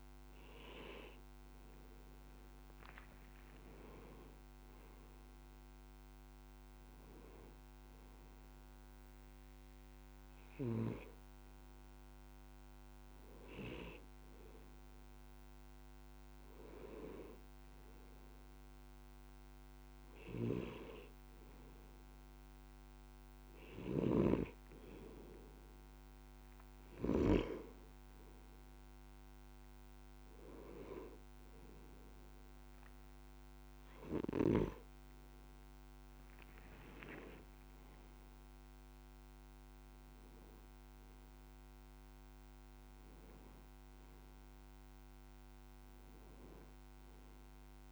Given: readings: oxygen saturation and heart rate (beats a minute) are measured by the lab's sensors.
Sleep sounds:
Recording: a person partly awake in a sleep study, by a microphone on the trachea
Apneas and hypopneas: none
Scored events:
7.50-47.92 s: new sleep stage, N2 (light sleep)
35.50-39.50 s: arousal
From the record:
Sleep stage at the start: awake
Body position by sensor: on the left side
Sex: male

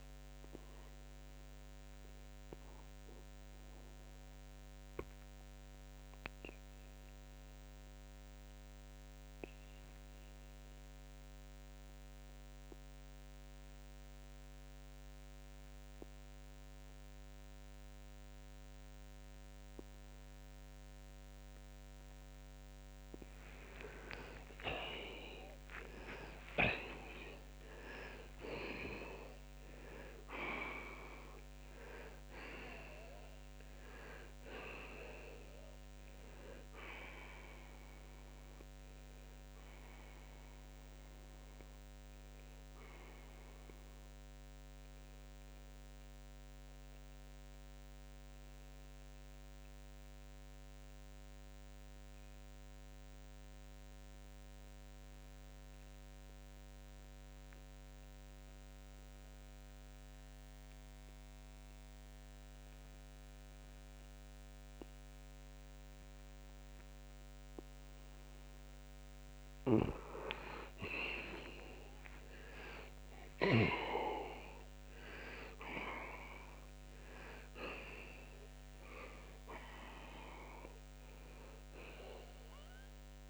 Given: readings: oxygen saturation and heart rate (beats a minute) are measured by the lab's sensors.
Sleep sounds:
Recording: breathing in sleep by a microphone on the trachea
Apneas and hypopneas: 2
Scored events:
6.00-28.00 s: oxygen desaturation (device-marked, oxygen 94% before, 84% lowest, heart rate 87 before, 73 extreme)
8.00-23.00 s: obstructive apnea (oxygen 94% before, 81% lowest, heart rate 87 before, 82 extreme)
24.50-31.00 s: arousal
47.50-69.00 s: mixed apnea (oxygen 91% before, 81% lowest, heart rate 127 before, 53 extreme)
52.00-73.00 s: oxygen desaturation (device-marked, oxygen 90% before, 81% lowest, heart rate 102 before, 65 extreme)
71.50-77.00 s: arousal
From the record:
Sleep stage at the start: N2 (light sleep)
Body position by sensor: on the back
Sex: male

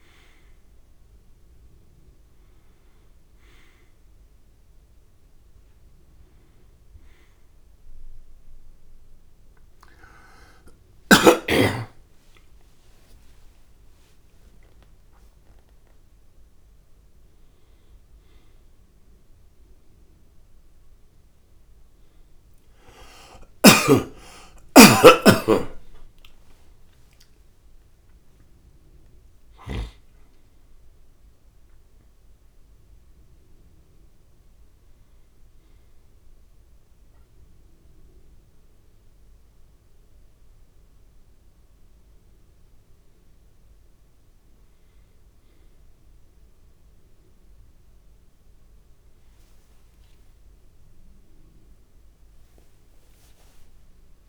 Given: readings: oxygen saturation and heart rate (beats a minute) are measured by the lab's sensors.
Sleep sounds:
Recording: a person awake in a sleep study, by a room microphone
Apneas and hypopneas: none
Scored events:
23.00-29.50 s: snoring (device-marked)
From the record:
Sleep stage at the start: awake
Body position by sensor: on the back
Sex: male

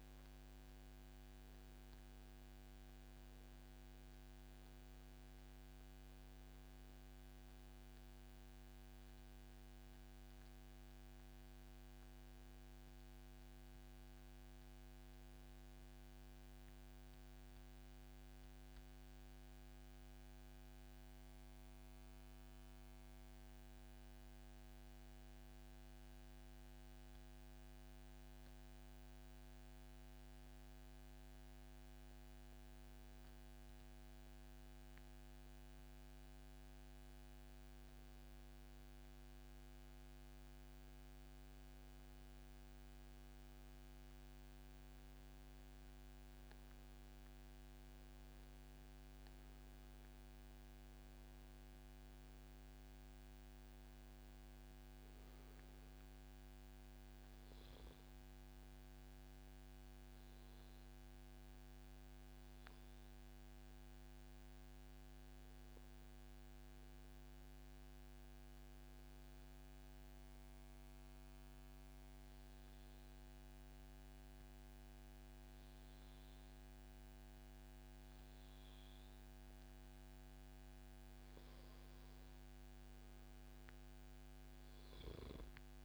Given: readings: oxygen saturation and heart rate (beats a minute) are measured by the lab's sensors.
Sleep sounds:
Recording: breathing in sleep, hard to hear, by a microphone on the trachea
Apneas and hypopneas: 2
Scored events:
0.00-2.00 s: arousal
0.00-25.50 s: oxygen desaturation (device-marked, oxygen 93% lowest, heart rate 101 extreme)
23.00-40.00 s: mixed apnea (oxygen 97% before, 94% lowest, heart rate 142 before, 101 extreme, up 44 after)
24.50-85.85 s: new sleep stage, N2 (light sleep)
25.50-27.50 s: long interval between heartbeats (device-marked, heart rate 143 before, 134 extreme)
43.00-47.00 s: arousal
45.50-65.50 s: oxygen desaturation (device-marked, oxygen 97% before, 94% lowest, heart rate 131 before, 140 extreme)
67.50-81.50 s: obstructive apnea (oxygen 97% before, 93% lowest, heart rate 142 before, 106 extreme, up 0 after)
84.50-85.85 s: arousal
From the record:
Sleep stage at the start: N1 (lightest sleep)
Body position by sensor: on the back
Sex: male

